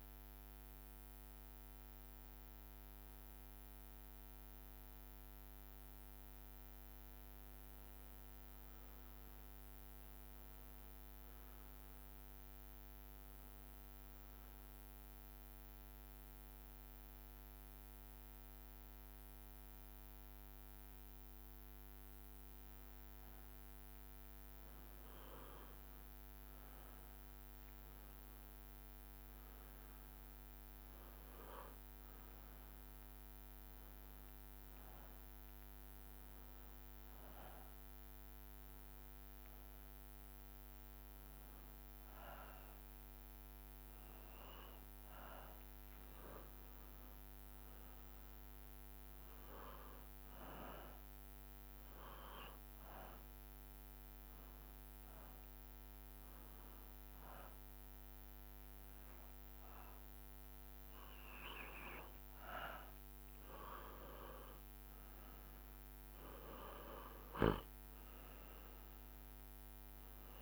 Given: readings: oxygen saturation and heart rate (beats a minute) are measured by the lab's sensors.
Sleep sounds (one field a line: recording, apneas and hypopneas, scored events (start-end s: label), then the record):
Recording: breathing in sleep by a microphone on the trachea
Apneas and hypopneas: 2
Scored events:
0.00-1.50 s: drop in pulse transit time (device-marked, heart rate 64 extreme)
15.00-25.00 s: hypopnea (oxygen 98% before, 94% lowest, heart rate 67 before, 61 extreme, up 7 after)
26.50-31.00 s: arousal
31.50-46.50 s: oxygen desaturation (device-marked, oxygen 98% before, 94% lowest, heart rate 66 before, 62 extreme)
43.50-53.50 s: drop in pulse transit time (device-marked, heart rate 64 before, 62 extreme)
51.00-61.00 s: hypopnea (oxygen 98% before, 94% lowest, heart rate 64 before, 62 extreme, up 10 after)
63.50-67.50 s: arousal
66.50-70.42 s: drop in pulse transit time (device-marked, heart rate 66 before, 65 extreme)
From the record:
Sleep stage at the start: N2 (light sleep)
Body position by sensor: on the back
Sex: male